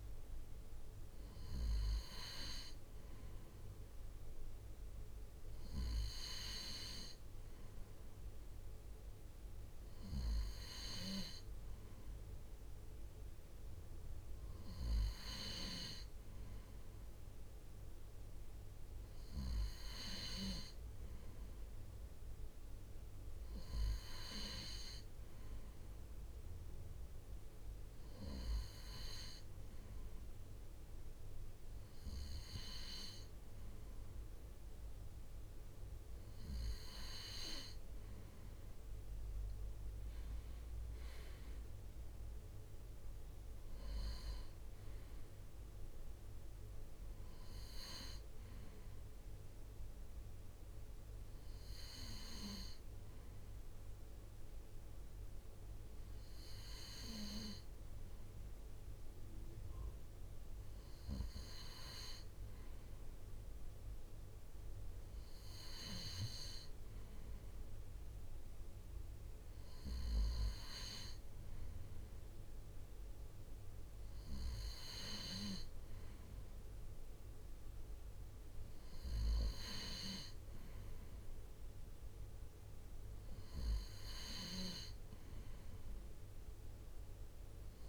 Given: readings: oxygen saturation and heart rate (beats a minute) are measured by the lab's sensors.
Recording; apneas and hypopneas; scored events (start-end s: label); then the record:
breathing in sleep by a room microphone; none
none scored
From the record:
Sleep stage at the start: N2 (light sleep); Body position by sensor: on the right side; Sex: male